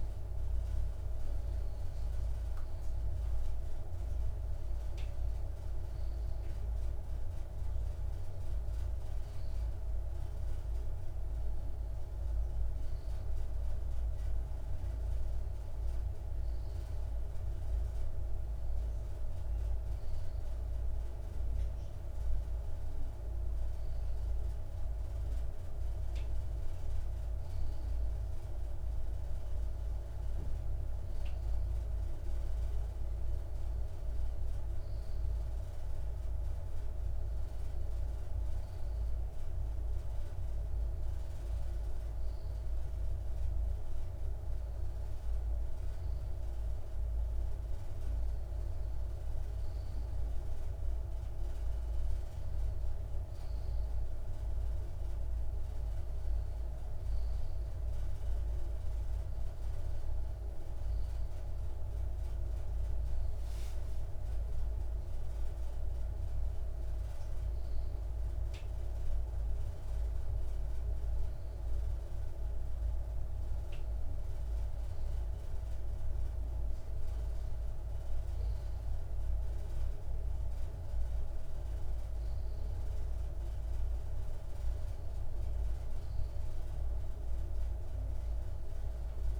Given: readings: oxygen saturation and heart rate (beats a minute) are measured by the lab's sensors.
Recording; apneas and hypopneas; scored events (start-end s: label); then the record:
breathing in sleep, hard to hear, by a room microphone; none
none scored
From the record:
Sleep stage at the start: N1 (lightest sleep); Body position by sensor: on the left side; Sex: male